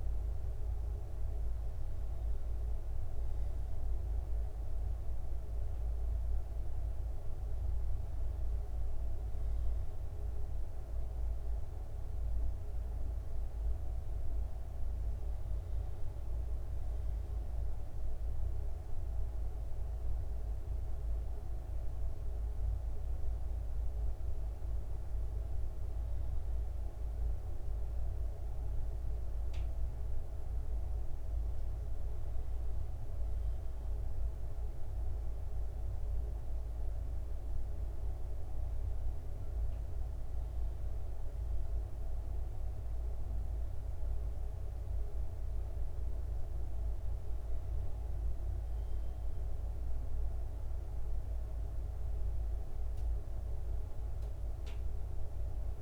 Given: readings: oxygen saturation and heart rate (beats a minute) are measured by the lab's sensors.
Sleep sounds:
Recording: breathing in sleep, hard to hear, by a room microphone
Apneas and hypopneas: none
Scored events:
0.00-1.50 s: arousal
35.50-55.82 s: new sleep stage, N2 (light sleep)
From the record:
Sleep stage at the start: N1 (lightest sleep)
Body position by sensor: on the right side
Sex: male

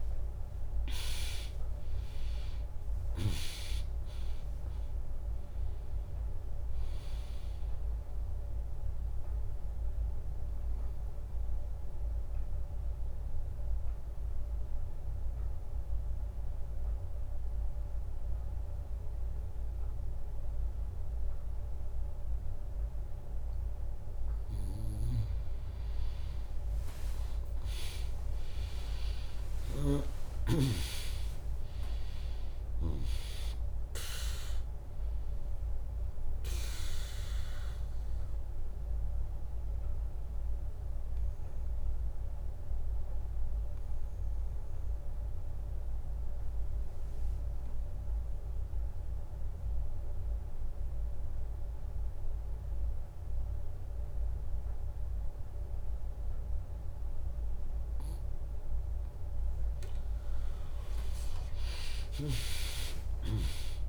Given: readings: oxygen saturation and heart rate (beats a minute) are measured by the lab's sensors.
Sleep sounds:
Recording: breathing in sleep by a room microphone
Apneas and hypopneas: 2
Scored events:
0.00-1.50 s: arousal
0.00-12.00 s: drop in pulse transit time (device-marked, heart rate 65 extreme)
3.00-19.00 s: oxygen desaturation (device-marked, oxygen 100% before, 96% lowest, heart rate 73 before, 58 extreme)
8.50-24.00 s: obstructive apnea (oxygen 100% before, 96% lowest, heart rate 74 before, 58 extreme, up 9 after)
21.00-23.00 s: bradycardia (device-marked, heart rate 73 before, 63 extreme)
27.50-32.50 s: arousal
29.00-41.00 s: drop in pulse transit time (device-marked, heart rate 70 before, 62 extreme)
34.00-53.00 s: oxygen desaturation (device-marked, oxygen 100% before, 96% lowest, heart rate 68 before, 57 extreme)
37.50-58.00 s: obstructive apnea (oxygen 100% before, 95% lowest, heart rate 69 before, 57 extreme, up 2 after)
56.00-59.00 s: bradycardia (device-marked, heart rate 72 before, 61 extreme)
60.00-63.89 s: arousal
From the record:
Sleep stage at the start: N2 (light sleep)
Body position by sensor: on the back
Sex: female

